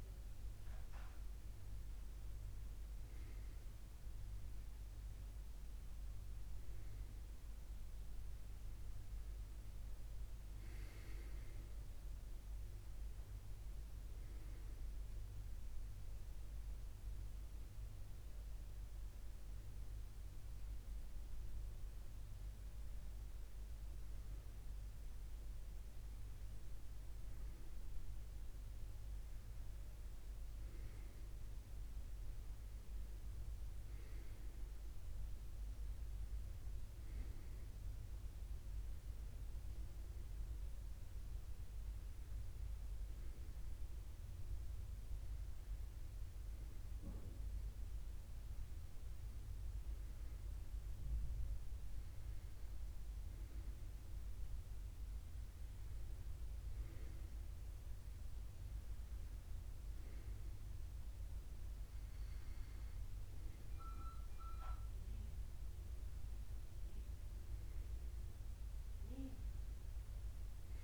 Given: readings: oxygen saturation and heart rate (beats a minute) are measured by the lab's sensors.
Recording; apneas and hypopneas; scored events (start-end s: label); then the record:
breathing in sleep, hard to hear, by a room microphone; none
none scored
From the record:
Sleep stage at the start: N1 (lightest sleep); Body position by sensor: on the left side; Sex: male